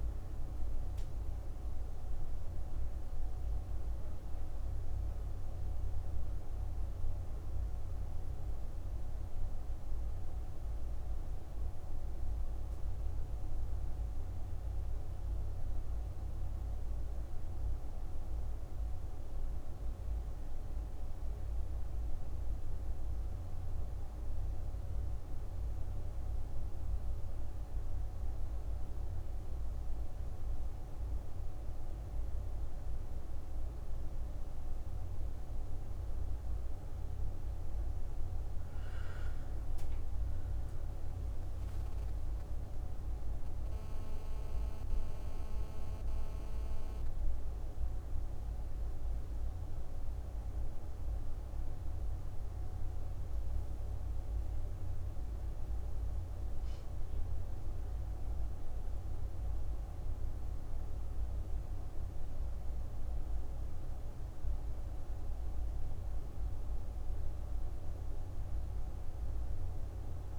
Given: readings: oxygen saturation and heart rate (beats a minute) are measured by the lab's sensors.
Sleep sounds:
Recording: breathing in sleep, hard to hear, by a room microphone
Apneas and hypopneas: none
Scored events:
54.50-58.50 s: arousal
From the record:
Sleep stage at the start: N1 (lightest sleep)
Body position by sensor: on the back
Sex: female

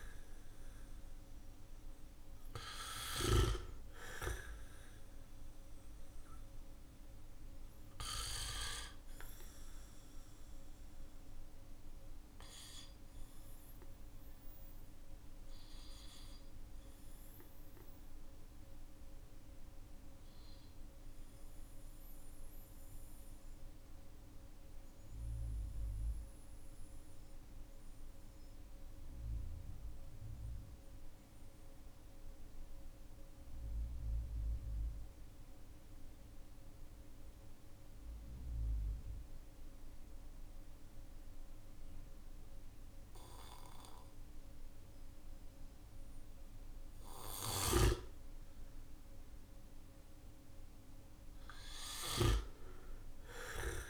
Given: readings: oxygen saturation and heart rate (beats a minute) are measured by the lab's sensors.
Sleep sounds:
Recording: a person partly awake in a sleep study, by a room microphone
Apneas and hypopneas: 1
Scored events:
0.00-2.50 s: snoring (device-marked)
0.00-29.00 s: oxygen desaturation (device-marked, oxygen 94% lowest, heart rate 41 extreme)
14.00-53.90 s: new sleep stage, N2 (light sleep)
19.50-45.50 s: obstructive apnea (oxygen 97% before, 93% lowest, heart rate 46 before, 43 extreme, up 14 after)
46.00-53.90 s: oxygen desaturation (device-marked, oxygen 99% before, 95% lowest, heart rate 52 before, 40 extreme)
46.50-51.50 s: snoring (device-marked)
50.50-53.90 s: arousal
From the record:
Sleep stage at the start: awake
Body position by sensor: on the back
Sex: male

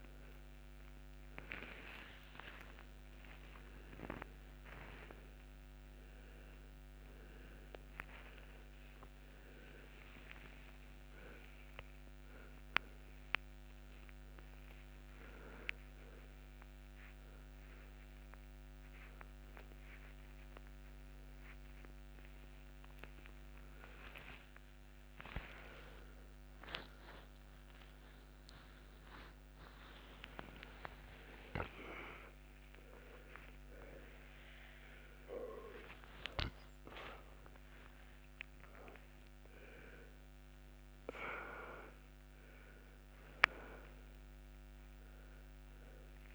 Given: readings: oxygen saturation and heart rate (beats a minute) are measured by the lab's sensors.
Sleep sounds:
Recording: a person awake in a sleep study, by a microphone on the trachea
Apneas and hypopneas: none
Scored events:
0.00-8.00 s: oxygen desaturation (device-marked, oxygen 95% lowest, heart rate 113 extreme)
18.00-30.00 s: oxygen desaturation (device-marked, oxygen 97% before, 92% lowest)
From the record:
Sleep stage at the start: awake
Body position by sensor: upright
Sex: male

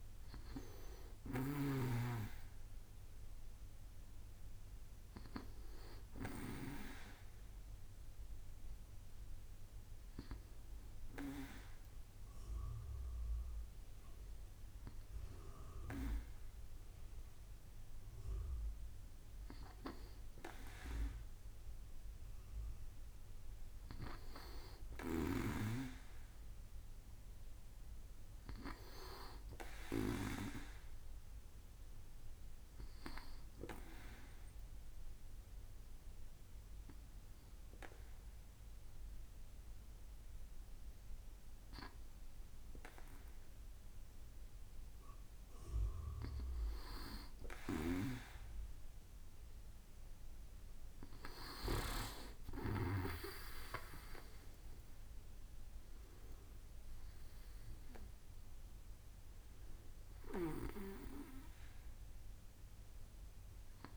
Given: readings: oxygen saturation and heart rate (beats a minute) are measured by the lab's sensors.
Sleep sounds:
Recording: breathing in sleep by a room microphone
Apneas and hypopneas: none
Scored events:
53.50-58.50 s: arousal
From the record:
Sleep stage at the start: N2 (light sleep)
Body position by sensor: on the back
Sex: male

